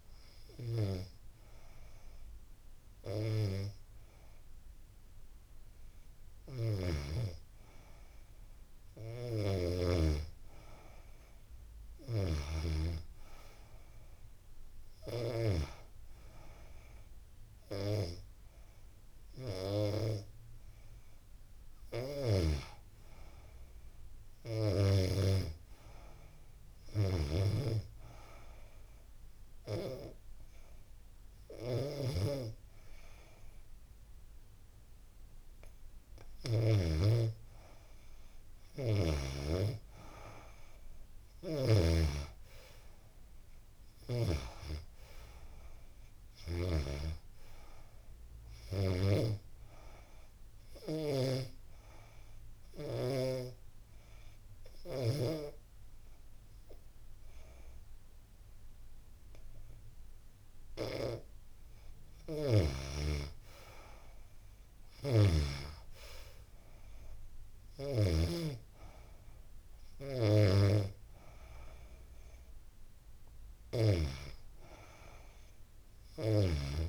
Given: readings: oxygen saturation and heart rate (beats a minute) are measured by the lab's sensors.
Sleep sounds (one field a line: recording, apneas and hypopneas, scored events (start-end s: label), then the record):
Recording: breathing in sleep by a room microphone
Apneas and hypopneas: 2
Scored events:
17.50-21.00 s: arousal
26.50-37.50 s: hypopnea (oxygen 95% before, 90% lowest, heart rate 85 before, 84 extreme, up 4 after)
42.00-54.00 s: oxygen desaturation (device-marked, oxygen 94% before, 91% lowest, heart rate 85 before, 85 extreme)
42.50-45.50 s: arousal
49.50-60.50 s: hypopnea (oxygen 94% before, 90% lowest, heart rate 86 before, 85 extreme, up 1 after)
63.50-66.50 s: arousal
67.00-75.00 s: oxygen desaturation (device-marked, oxygen 95% before, 90% lowest, heart rate 86 before, 84 extreme)
From the record:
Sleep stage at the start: N2 (light sleep)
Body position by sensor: on the back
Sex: female